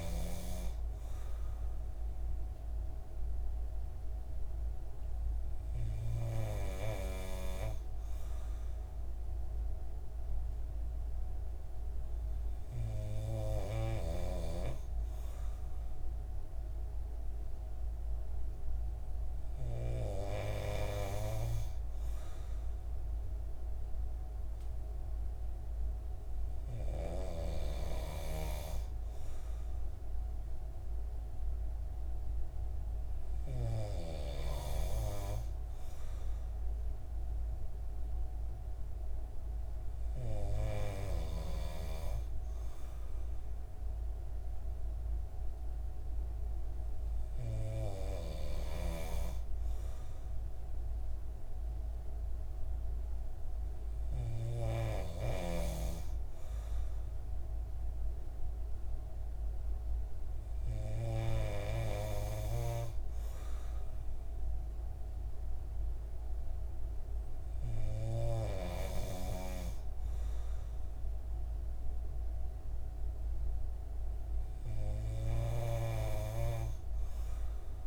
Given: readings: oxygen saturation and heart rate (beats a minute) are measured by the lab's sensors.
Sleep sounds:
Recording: breathing in sleep by a room microphone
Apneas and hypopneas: none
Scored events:
41.50-77.87 s: new sleep stage, N3 (deep sleep)
From the record:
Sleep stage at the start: N2 (light sleep)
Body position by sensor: on the right side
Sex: male

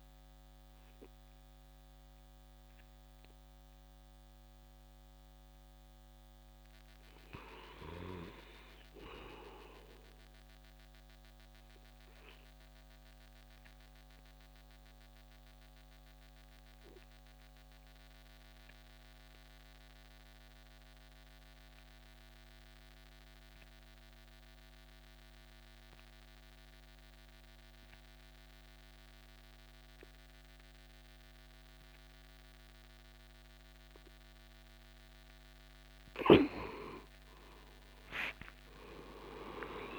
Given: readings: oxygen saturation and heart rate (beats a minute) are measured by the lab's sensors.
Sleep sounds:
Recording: breathing in sleep by a microphone on the trachea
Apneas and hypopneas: 1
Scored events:
0.00-17.50 s: oxygen desaturation (device-marked, oxygen 89% lowest, heart rate 60 extreme)
13.50-35.50 s: obstructive apnea (oxygen 96% before, 90% lowest, heart rate 67 before, 60 extreme, up 16 after)
36.50-39.99 s: oxygen desaturation (device-marked, oxygen 98% before, 90% lowest, heart rate 63 before, 53 extreme)
37.50-39.99 s: arousal
From the record:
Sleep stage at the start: N2 (light sleep)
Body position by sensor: on the back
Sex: male

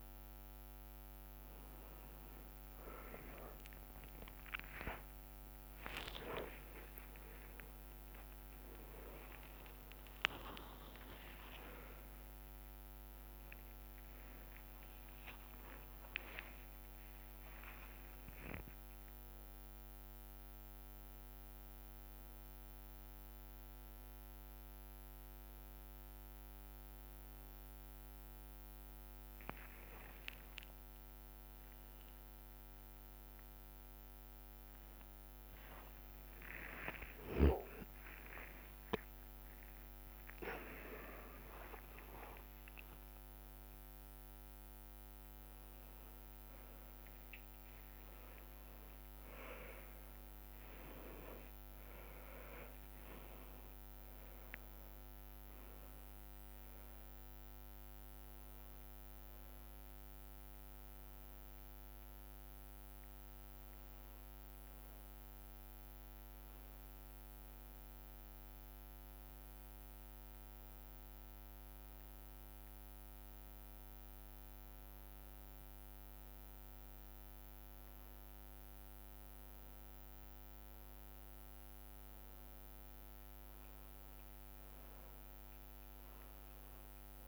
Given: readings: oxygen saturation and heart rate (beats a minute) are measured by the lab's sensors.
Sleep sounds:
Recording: a person awake in a sleep study, by a microphone on the trachea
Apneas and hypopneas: none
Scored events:
2.50-5.50 s: drop in pulse transit time (device-marked, heart rate 66 before, 69 extreme)
5.50-7.50 s: long interval between heartbeats (device-marked, heart rate 67 before, 82 extreme)
14.50-18.50 s: tachycardia (device-marked, heart rate 67 before, 101 extreme)
16.00-18.00 s: long interval between heartbeats (device-marked, heart rate 76 before, 98 extreme)
24.50-44.50 s: drop in pulse transit time (device-marked, heart rate 88 before, 83 extreme)
45.50-51.50 s: tachycardia (device-marked, heart rate 68 before, 111 extreme)
47.00-49.00 s: long interval between heartbeats (device-marked, heart rate 85 before, 96 extreme)
56.50-70.50 s: drop in pulse transit time (device-marked, heart rate 95 before, 87 extreme)
From the record:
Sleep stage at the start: awake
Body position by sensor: upright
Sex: male

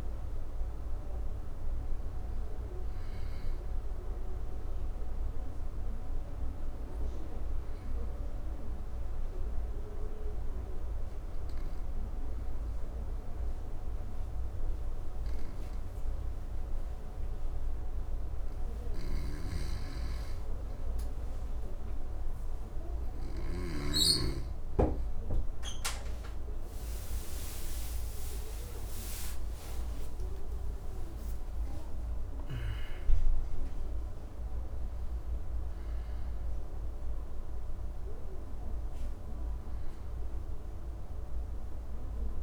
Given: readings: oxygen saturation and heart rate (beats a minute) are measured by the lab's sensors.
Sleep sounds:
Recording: breathing in sleep by a room microphone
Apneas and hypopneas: 1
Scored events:
0.00-13.50 s: oxygen desaturation (device-marked, oxygen 90% lowest, heart rate 64 extreme)
3.00-26.00 s: obstructive apnea (oxygen 98% before, 90% lowest, heart rate 75 before, 64 extreme, up 13 after)
19.00-23.50 s: snoring (device-marked)
25.50-42.43 s: oxygen desaturation (device-marked, oxygen 99% before, 91% lowest, heart rate 66 before, 63 extreme)
27.00-31.50 s: arousal
From the record:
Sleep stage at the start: N2 (light sleep)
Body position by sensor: on the back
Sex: male

